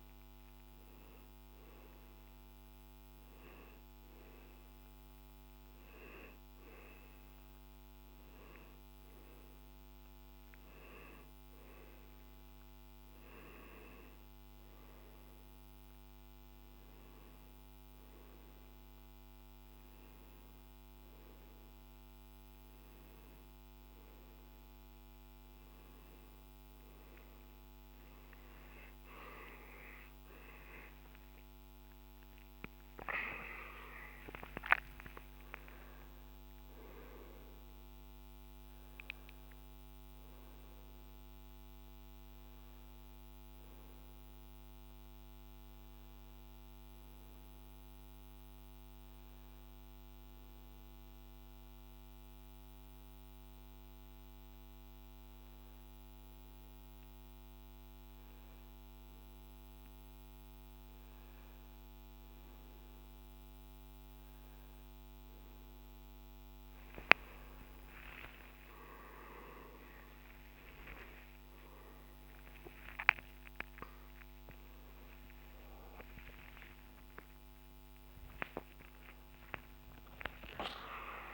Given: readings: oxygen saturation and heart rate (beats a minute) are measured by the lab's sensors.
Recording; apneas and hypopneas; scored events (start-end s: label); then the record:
a person partly awake in a sleep study, by a microphone on the trachea; 1
28.00-34.00 s: arousal
50.50-61.50 s: hypopnea (oxygen 95% before, 92% lowest, heart rate 70 before, 54 extreme, up 8 after)
57.50-81.34 s: new sleep stage, awake
63.50-80.50 s: oxygen desaturation (device-marked, oxygen 95% before, 92% lowest, heart rate 56 before, 55 extreme)
From the record:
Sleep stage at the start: N2 (light sleep); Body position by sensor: on the right side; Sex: male